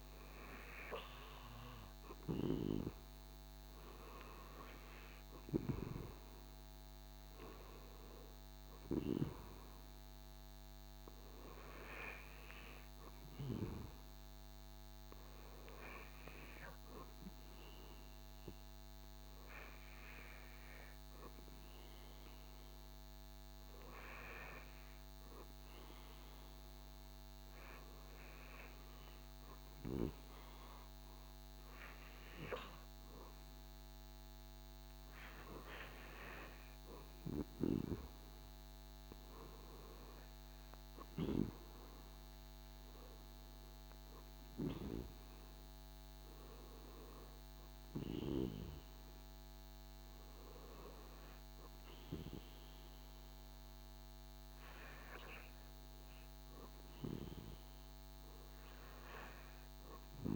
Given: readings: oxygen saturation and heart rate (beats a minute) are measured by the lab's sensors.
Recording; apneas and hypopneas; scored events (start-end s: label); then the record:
breathing in sleep by a microphone on the trachea; 1
0.00-1.50 s: arousal
0.00-11.50 s: oxygen desaturation (device-marked, oxygen 89% lowest, heart rate 77 extreme)
18.50-34.50 s: hypopnea (oxygen 95% before, 91% lowest, heart rate 84 before, 78 extreme, up 5 after)
41.00-45.00 s: arousal
From the record:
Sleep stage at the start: N2 (light sleep); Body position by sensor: on the back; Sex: male